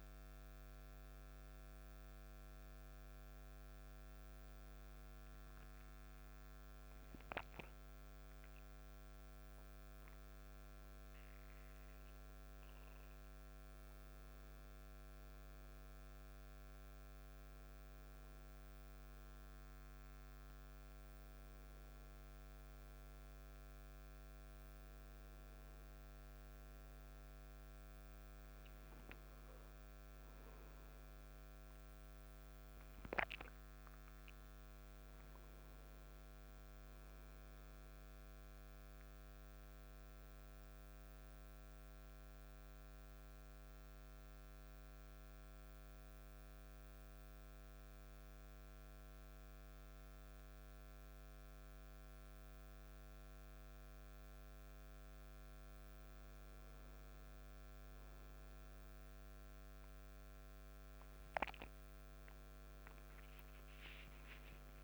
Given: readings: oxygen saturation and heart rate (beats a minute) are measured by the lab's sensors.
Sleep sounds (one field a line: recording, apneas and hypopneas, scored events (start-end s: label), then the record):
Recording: a person awake in a sleep study, hard to hear, by a microphone on the trachea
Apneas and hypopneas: none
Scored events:
30.50-64.84 s: new sleep stage, awake
From the record:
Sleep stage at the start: N1 (lightest sleep)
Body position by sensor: on the back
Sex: male